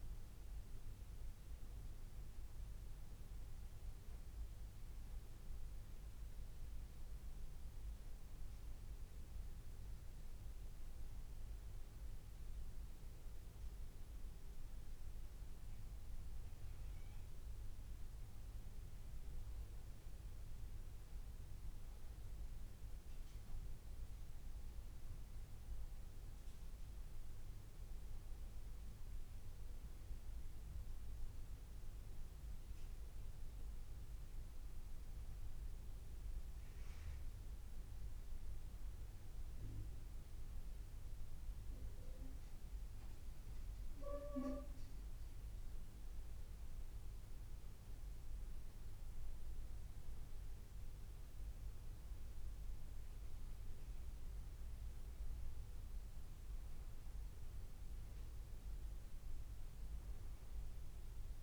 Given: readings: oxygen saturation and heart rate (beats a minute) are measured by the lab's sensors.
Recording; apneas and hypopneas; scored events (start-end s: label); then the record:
breathing in sleep, hard to hear, by a room microphone; none
none scored
From the record:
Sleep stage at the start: N2 (light sleep); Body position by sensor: on the back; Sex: male